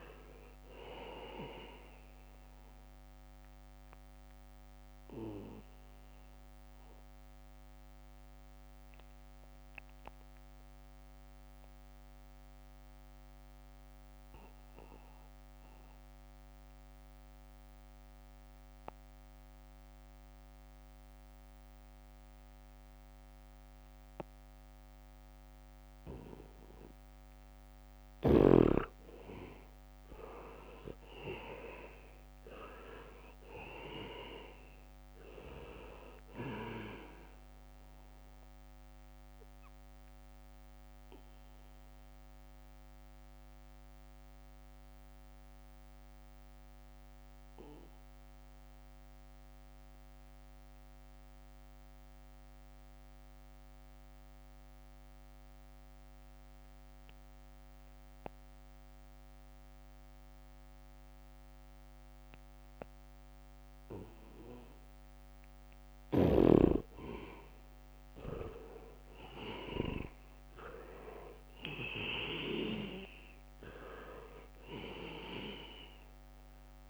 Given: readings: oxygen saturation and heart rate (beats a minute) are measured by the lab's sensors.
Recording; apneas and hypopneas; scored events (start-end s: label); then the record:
breathing in sleep by a microphone on the trachea; 2
0.00-19.00 s: oxygen desaturation (device-marked, oxygen 79% lowest, heart rate 65 extreme)
4.00-8.50 s: leg movement (device-marked)
4.50-27.50 s: mixed apnea (oxygen 99% before, 78% lowest, heart rate 71 before, 65 extreme, up 3 after)
11.00-19.00 s: leg movement (device-marked)
28.00-35.00 s: leg movement (device-marked)
30.00-33.50 s: arousal
30.00-55.00 s: oxygen desaturation (device-marked, oxygen 99% before, 79% lowest, heart rate 72 before, 65 extreme)
35.00-38.50 s: leg movement (device-marked)
40.00-65.00 s: mixed apnea (oxygen 99% before, 78% lowest, heart rate 69 before, 65 extreme, up 0 after)
67.00-76.90 s: oxygen desaturation (device-marked, oxygen 99% before, 78% lowest, heart rate 71 before, 65 extreme)
68.00-71.50 s: arousal
73.50-76.90 s: leg movement (device-marked)
From the record:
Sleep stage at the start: N2 (light sleep); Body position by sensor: on the back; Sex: male